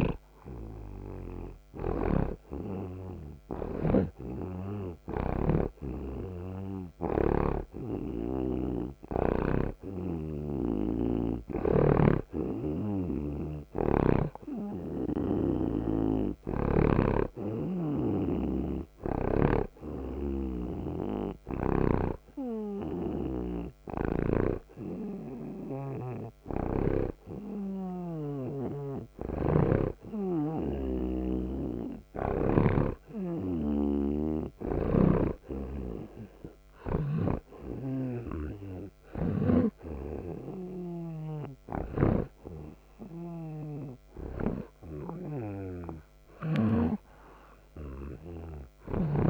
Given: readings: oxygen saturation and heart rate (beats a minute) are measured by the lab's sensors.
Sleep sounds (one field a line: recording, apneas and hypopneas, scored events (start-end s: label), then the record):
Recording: breathing in sleep by a microphone on the trachea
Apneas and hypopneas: none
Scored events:
0.00-10.00 s: oxygen desaturation (device-marked, oxygen 86% lowest)
0.00-10.00 s: snoring (device-marked)
12.00-17.00 s: snoring (device-marked)
29.50-35.00 s: snoring (device-marked)
From the record:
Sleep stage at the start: REM sleep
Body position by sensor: on the right side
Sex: male